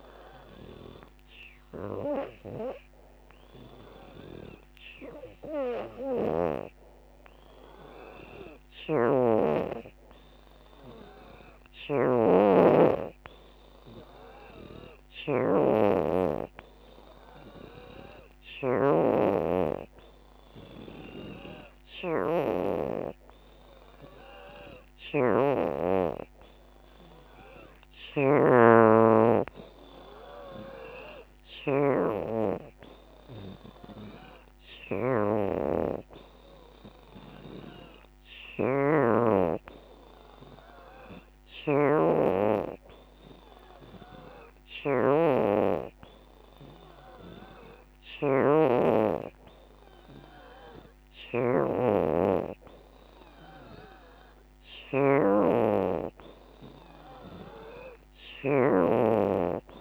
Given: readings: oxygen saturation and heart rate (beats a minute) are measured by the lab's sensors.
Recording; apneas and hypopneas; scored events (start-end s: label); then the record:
breathing in sleep by a microphone on the trachea; none
12.50-22.50 s: drop in pulse transit time (device-marked, heart rate 82 before, 79 extreme)
From the record:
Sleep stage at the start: N3 (deep sleep); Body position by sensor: on the back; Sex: female